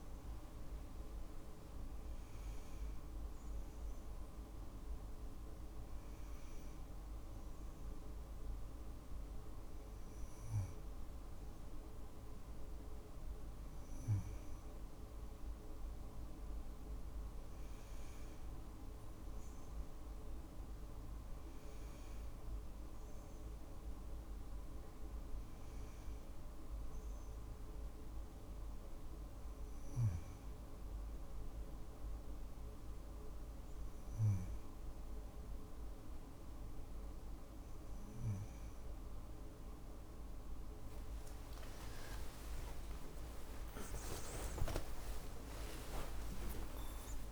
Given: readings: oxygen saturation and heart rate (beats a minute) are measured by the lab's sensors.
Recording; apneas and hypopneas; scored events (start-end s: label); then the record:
a person awake in a sleep study, hard to hear, by a room microphone; none
38.00-47.32 s: tachycardia (device-marked, heart rate 60 before, 116 extreme)
39.00-47.32 s: new sleep stage, N1 (lightest sleep)
From the record:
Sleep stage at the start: awake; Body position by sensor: on the back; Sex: female